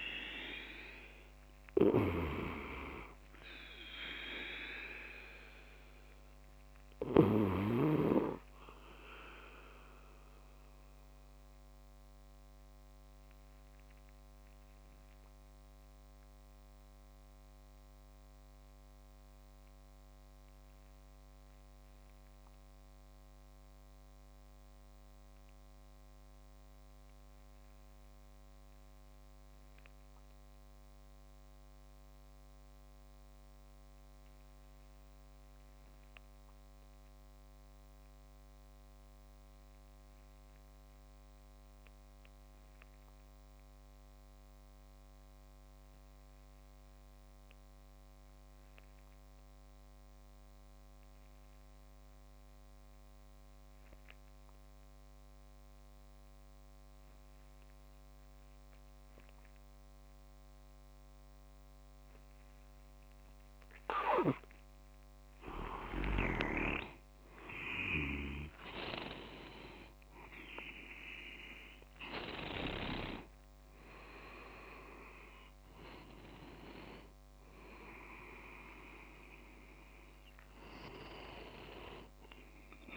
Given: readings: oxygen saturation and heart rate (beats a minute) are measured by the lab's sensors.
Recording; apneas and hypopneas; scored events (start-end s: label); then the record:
breathing in sleep by a microphone on the trachea; 1
0.00-7.00 s: snoring (device-marked)
10.00-63.50 s: obstructive apnea (oxygen 99% before, 93% lowest)
17.50-30.50 s: oxygen desaturation (device-marked, oxygen 97% before, 93% lowest)
65.50-68.00 s: leg movement (device-marked)
67.50-72.50 s: arousal
71.50-75.00 s: leg movement (device-marked)
From the record:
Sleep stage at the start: N2 (light sleep); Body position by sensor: on the back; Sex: male